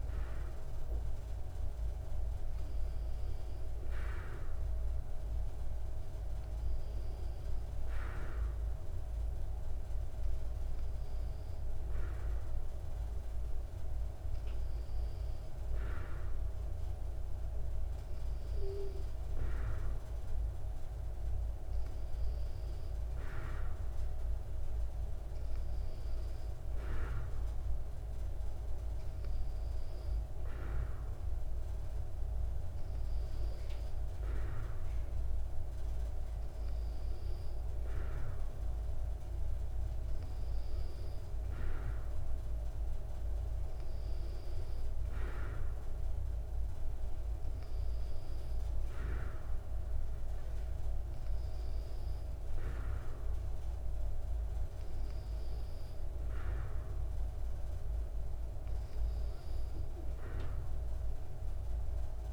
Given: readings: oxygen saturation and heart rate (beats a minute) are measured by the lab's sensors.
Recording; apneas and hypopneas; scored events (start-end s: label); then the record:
a person partly awake in a sleep study, hard to hear, by a room microphone; none
2.00-62.33 s: new sleep stage, N2 (light sleep)
From the record:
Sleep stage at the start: awake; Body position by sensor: on the back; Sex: female